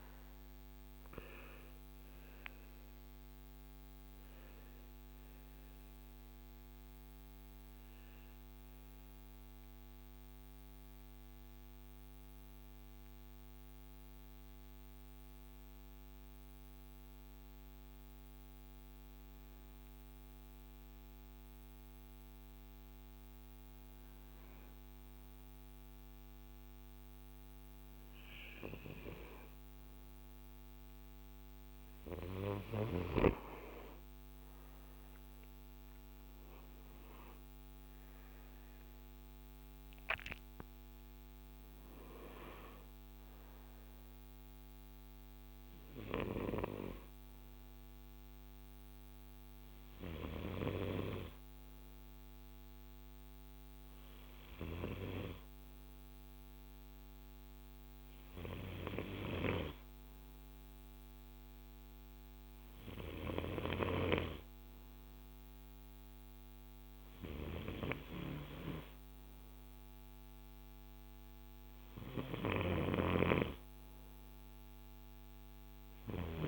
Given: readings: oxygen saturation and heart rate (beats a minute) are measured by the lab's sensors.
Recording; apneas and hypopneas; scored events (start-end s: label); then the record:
breathing in sleep by a microphone on the trachea; 1
13.00-27.50 s: hypopnea (oxygen 98% before, 94% lowest, heart rate 86 before, 54 extreme, up 4 after)
34.50-40.00 s: arousal
56.50-67.50 s: oxygen desaturation (device-marked, oxygen 97% before, 94% lowest, heart rate 59 before, 55 extreme)
72.50-76.48 s: snoring (device-marked)
From the record:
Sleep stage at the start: N2 (light sleep); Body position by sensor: on the right side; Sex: male